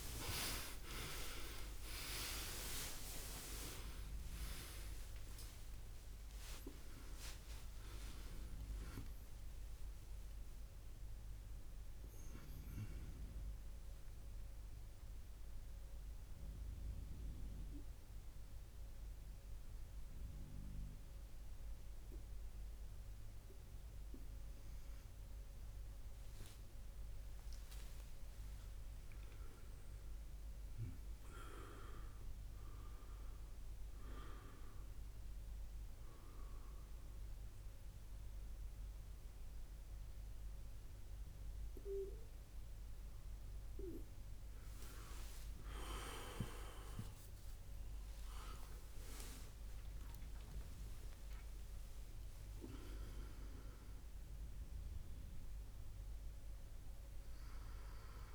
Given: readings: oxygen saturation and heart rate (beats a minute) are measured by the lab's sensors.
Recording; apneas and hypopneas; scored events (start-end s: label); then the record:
a person partly awake in a sleep study, by a room microphone; 1
15.50-58.35 s: new sleep stage, N1 (lightest sleep)
16.00-27.50 s: central apnea (oxygen 96% before, 95% lowest, heart rate 106 before, 62 extreme, up 6 after)
28.50-32.00 s: arousal
46.50-50.50 s: arousal
From the record:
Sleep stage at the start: awake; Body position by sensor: on the right side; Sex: male